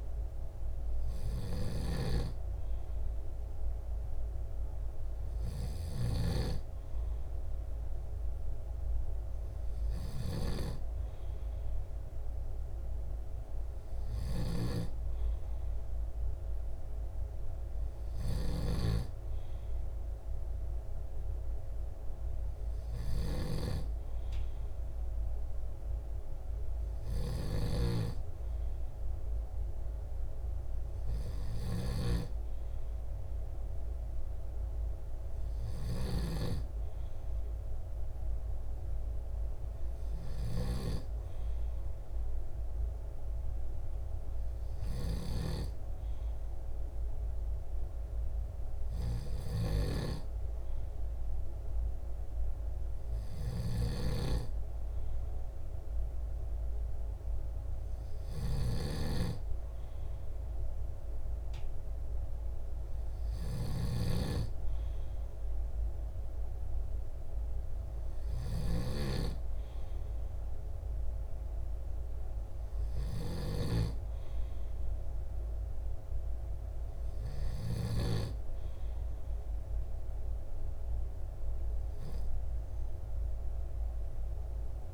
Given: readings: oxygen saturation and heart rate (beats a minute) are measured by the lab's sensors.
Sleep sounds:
breathing in sleep by a room microphone; none
28.00-32.50 s: snoring (device-marked)
From the record:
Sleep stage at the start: N2 (light sleep); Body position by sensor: on the back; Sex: male

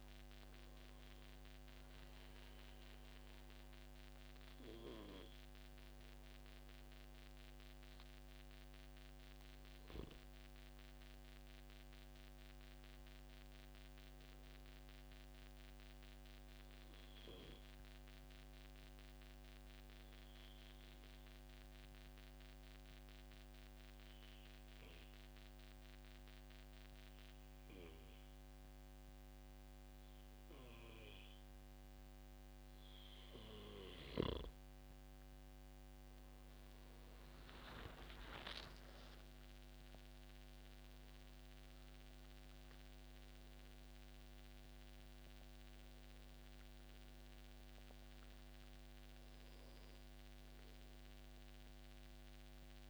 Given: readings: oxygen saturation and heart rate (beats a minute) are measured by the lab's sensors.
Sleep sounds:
breathing in sleep by a microphone on the trachea; 1
0.00-4.50 s: oxygen desaturation (device-marked, oxygen 93% lowest, heart rate 94 extreme)
8.50-12.50 s: arousal
15.50-33.00 s: obstructive apnea (oxygen 96% before, 92% lowest, heart rate 145 before, 90 extreme, up 7 after)
35.00-38.50 s: arousal
From the record:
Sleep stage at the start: N2 (light sleep); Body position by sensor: on the back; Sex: male

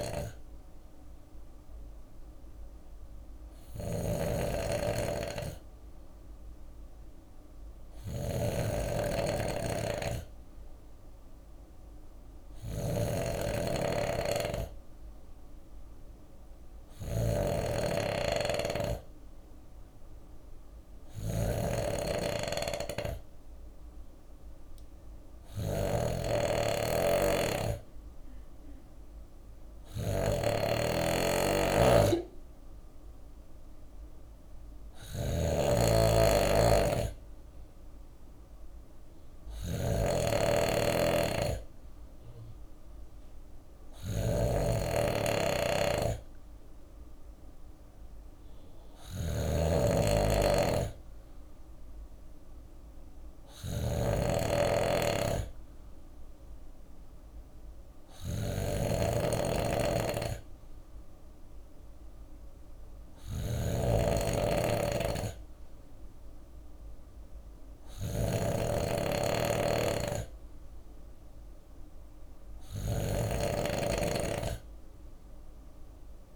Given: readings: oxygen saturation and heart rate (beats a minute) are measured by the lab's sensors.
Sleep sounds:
breathing in sleep by a room microphone; none
0.00-2.50 s: drop in pulse transit time (device-marked, heart rate 57 extreme)
0.00-5.50 s: bradycardia (device-marked, heart rate 57 extreme)
0.00-76.36 s: snoring (device-marked)
6.50-13.50 s: bradycardia (device-marked, heart rate 60 before, 58 extreme)
15.50-43.50 s: bradycardia (device-marked, heart rate 60 before, 55 extreme)
52.50-54.50 s: bradycardia (device-marked, heart rate 60 before, 61 extreme)
56.50-63.50 s: bradycardia (device-marked, heart rate 60 before, 59 extreme)
70.50-76.36 s: bradycardia (device-marked, heart rate 60 before, 57 extreme)
From the record:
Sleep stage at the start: N2 (light sleep); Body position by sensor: on the left side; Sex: male

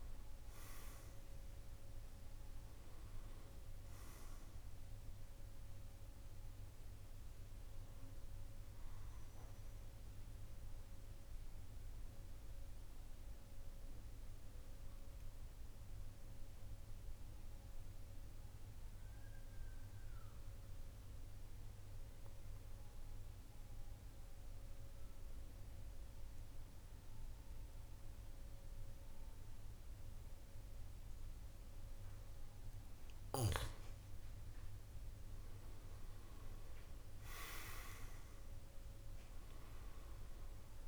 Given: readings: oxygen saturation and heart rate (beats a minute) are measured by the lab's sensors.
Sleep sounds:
breathing in sleep, hard to hear, by a room microphone; 1
0.00-15.50 s: oxygen desaturation (device-marked, oxygen 92% lowest, heart rate 45 extreme)
11.50-32.00 s: mixed apnea (oxygen 99% before, 91% lowest, heart rate 56 before, 46 extreme, up 8 after)
30.50-40.88 s: oxygen desaturation (device-marked, oxygen 99% before, 91% lowest, heart rate 49 before, 46 extreme)
34.50-38.50 s: arousal
From the record:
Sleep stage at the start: N2 (light sleep); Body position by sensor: on the back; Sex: male

